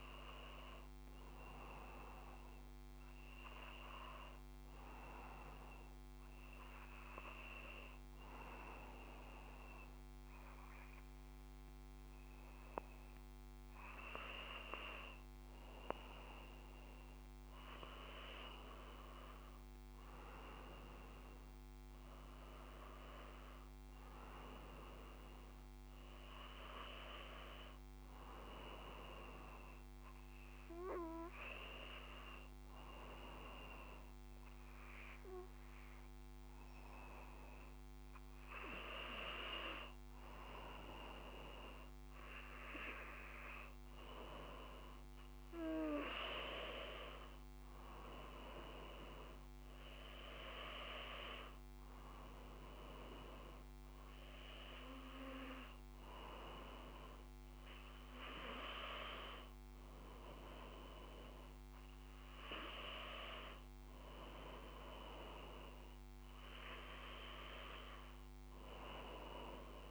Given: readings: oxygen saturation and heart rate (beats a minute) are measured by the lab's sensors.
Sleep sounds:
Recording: breathing in sleep by a microphone on the trachea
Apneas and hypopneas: 2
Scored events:
6.50-17.00 s: obstructive apnea (oxygen 97% before, 93% lowest, heart rate 57 before, 54 extreme, up 0 after)
19.00-22.00 s: arousal
23.50-40.50 s: oxygen desaturation (device-marked, oxygen 96% before, 93% lowest, heart rate 56 before, 54 extreme)
30.00-42.00 s: hypopnea (oxygen 97% before, 93% lowest, heart rate 55 before, 54 extreme, up 2 after)
44.50-48.00 s: arousal
From the record:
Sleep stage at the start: N2 (light sleep)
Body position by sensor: on the back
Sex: male

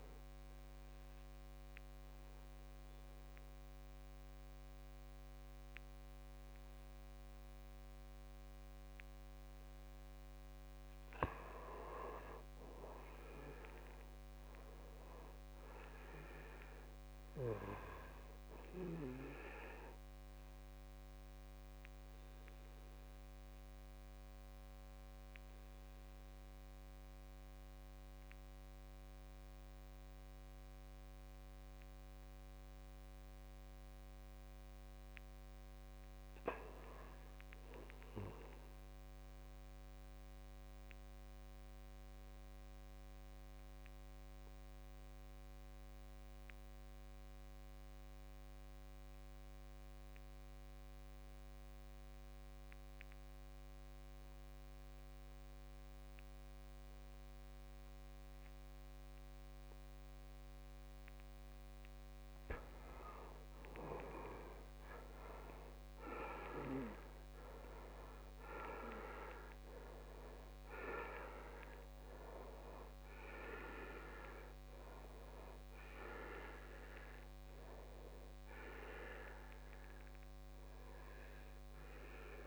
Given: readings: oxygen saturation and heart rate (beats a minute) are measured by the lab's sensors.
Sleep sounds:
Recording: breathing in sleep by a microphone on the trachea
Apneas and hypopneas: 2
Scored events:
2.00-11.00 s: oxygen desaturation (device-marked, oxygen 97% before, 93% lowest, heart rate 56 before, 54 extreme)
13.50-16.00 s: arousal
18.00-32.00 s: oxygen desaturation (device-marked, oxygen 95% before, 91% lowest, heart rate 58 before, 54 extreme)
19.50-33.00 s: obstructive apnea (oxygen 97% before, 80% lowest, heart rate 58 before, 54 extreme, up 8 after)
33.50-37.00 s: arousal
40.00-60.50 s: obstructive apnea (oxygen 96% before, 80% lowest, heart rate 57 before, 59 extreme, up 11 after)
44.00-54.00 s: oxygen desaturation (device-marked, oxygen 96% before, 90% lowest, heart rate 58 before, 60 extreme)
56.00-82.47 s: oxygen desaturation (device-marked, oxygen 93% before, 80% lowest, heart rate 61 before, 53 extreme)
63.00-66.50 s: arousal
From the record:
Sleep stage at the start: N2 (light sleep)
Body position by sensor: on the back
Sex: male

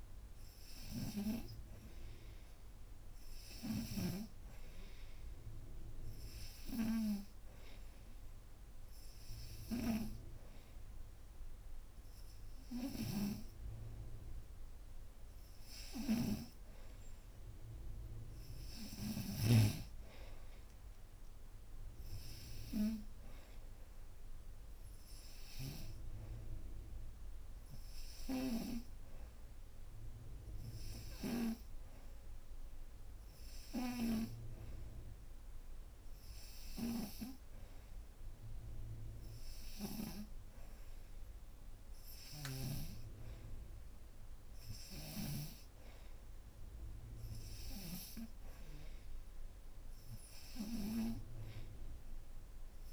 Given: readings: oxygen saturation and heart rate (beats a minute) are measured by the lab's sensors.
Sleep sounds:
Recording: breathing in sleep by a room microphone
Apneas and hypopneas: none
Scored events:
27.00-35.00 s: oxygen desaturation (device-marked, oxygen 93% before, 90% lowest)
From the record:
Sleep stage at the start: N2 (light sleep)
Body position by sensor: upright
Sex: female

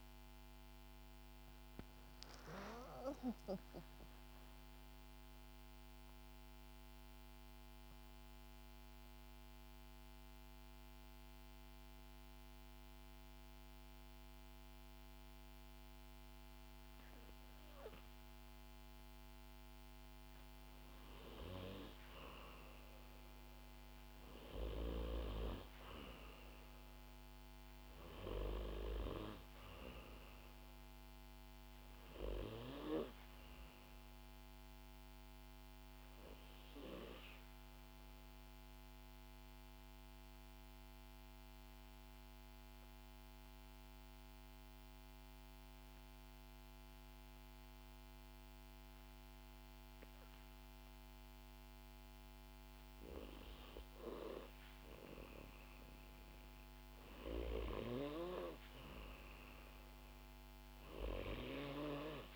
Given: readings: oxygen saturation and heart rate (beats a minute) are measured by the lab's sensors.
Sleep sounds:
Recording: breathing in sleep by a microphone on the trachea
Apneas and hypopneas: 2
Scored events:
5.00-20.00 s: mixed apnea (oxygen 93% before, 92% lowest, heart rate 65 before, 58 extreme, up 3 after)
22.00-27.00 s: arousal
28.50-46.50 s: oxygen desaturation (device-marked, oxygen 97% before, 92% lowest, heart rate 62 before, 57 extreme)
37.00-53.00 s: obstructive apnea (oxygen 97% before, 92% lowest, heart rate 62 before, 57 extreme, up 5 after)
55.00-59.00 s: arousal
60.50-62.36 s: oxygen desaturation (device-marked, oxygen 96% before, 92% lowest, heart rate 59 before, 55 extreme)
From the record:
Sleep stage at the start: N2 (light sleep)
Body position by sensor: on the back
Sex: female

